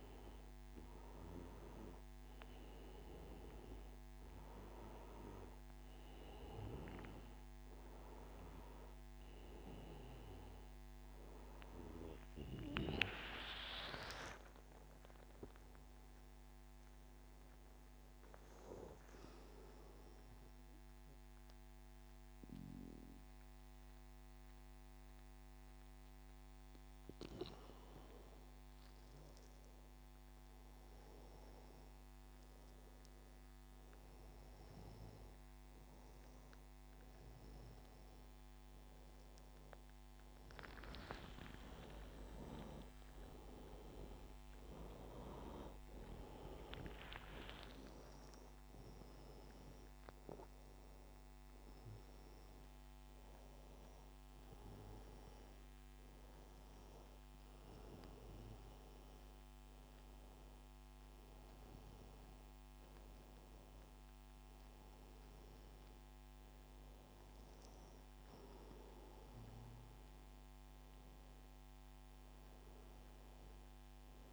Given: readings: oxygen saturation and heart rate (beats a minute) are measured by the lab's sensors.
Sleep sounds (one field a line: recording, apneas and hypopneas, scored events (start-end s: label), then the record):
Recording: breathing in sleep by a microphone on the trachea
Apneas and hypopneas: none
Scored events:
41.00-46.50 s: arousal
From the record:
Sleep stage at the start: N1 (lightest sleep)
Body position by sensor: on the back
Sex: male